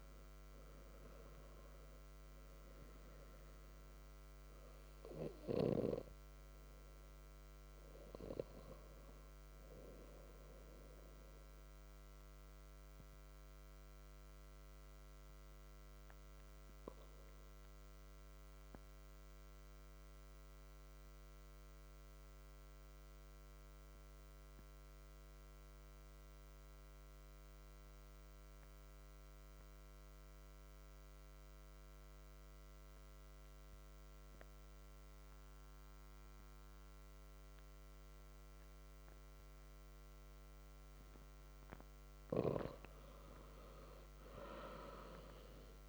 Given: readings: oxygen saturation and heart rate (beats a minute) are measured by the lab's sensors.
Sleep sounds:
breathing in sleep by a microphone on the trachea; 1
0.00-14.00 s: oxygen desaturation (device-marked, oxygen 90% lowest, heart rate 61 extreme)
11.50-40.00 s: mixed apnea (oxygen 95% before, 92% lowest, heart rate 63 before, 61 extreme, up 4 after)
40.00-45.89 s: oxygen desaturation (device-marked, oxygen 97% before, 92% lowest, heart rate 63 before, 60 extreme)
42.00-45.89 s: arousal
From the record:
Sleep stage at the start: N2 (light sleep); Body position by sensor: on the back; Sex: male

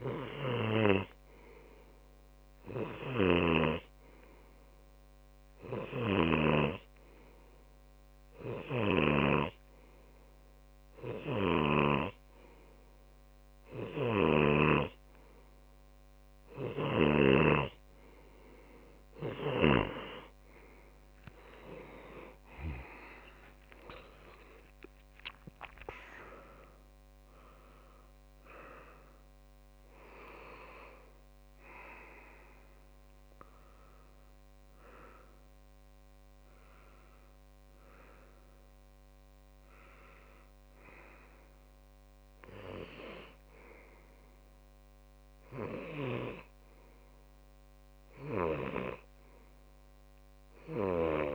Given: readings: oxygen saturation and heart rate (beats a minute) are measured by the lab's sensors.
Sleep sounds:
breathing in sleep by a microphone on the trachea; 1
0.00-10.00 s: snoring (device-marked)
4.00-17.50 s: hypopnea (oxygen 98% before, 94% lowest)
12.00-15.50 s: snoring (device-marked)
22.50-26.00 s: arousal
40.50-42.50 s: long interval between heartbeats (device-marked)
From the record:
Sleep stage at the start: N2 (light sleep); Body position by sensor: on the left side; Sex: male

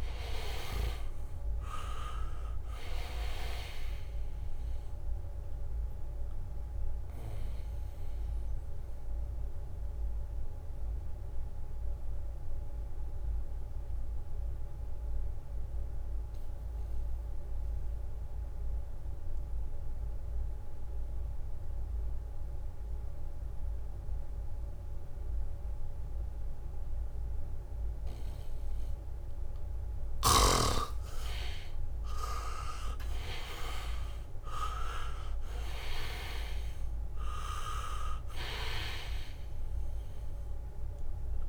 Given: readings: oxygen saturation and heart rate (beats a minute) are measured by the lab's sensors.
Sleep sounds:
breathing in sleep by a room microphone; 1
0.00-1.50 s: arousal
0.00-1.50 s: leg movement (device-marked)
0.00-21.00 s: oxygen desaturation (device-marked, oxygen 79% lowest, heart rate 65 extreme)
6.00-10.50 s: leg movement (device-marked)
6.50-29.50 s: mixed apnea (oxygen 99% before, 78% lowest, heart rate 71 before, 65 extreme, up 3 after)
13.00-21.00 s: leg movement (device-marked)
30.00-37.00 s: leg movement (device-marked)
32.00-35.50 s: arousal
32.00-41.49 s: oxygen desaturation (device-marked, oxygen 99% before, 79% lowest, heart rate 72 before, 65 extreme)
37.00-40.50 s: leg movement (device-marked)
From the record:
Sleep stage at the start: N2 (light sleep); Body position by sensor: on the back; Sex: male

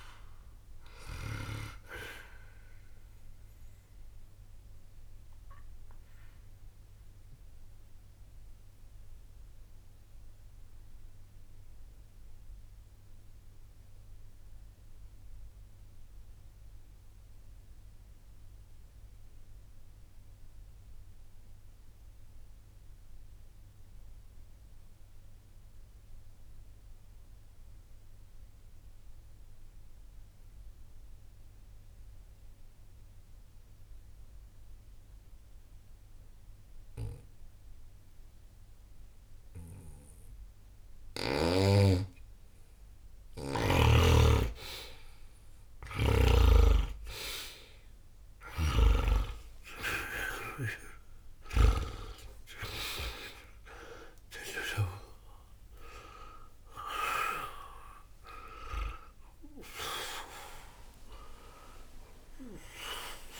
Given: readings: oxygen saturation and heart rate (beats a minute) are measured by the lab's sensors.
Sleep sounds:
breathing in sleep by a room microphone; 1
0.00-26.00 s: oxygen desaturation (device-marked, oxygen 73% lowest, heart rate 60 extreme)
1.50-41.50 s: obstructive apnea (oxygen 96% before, 73% lowest, heart rate 63 before, 60 extreme, up 8 after)
43.00-63.40 s: oxygen desaturation (device-marked, oxygen 99% before, 79% lowest, heart rate 60 before, 60 extreme)
44.50-49.50 s: arousal
From the record:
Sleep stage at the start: N2 (light sleep); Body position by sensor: on the back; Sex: male

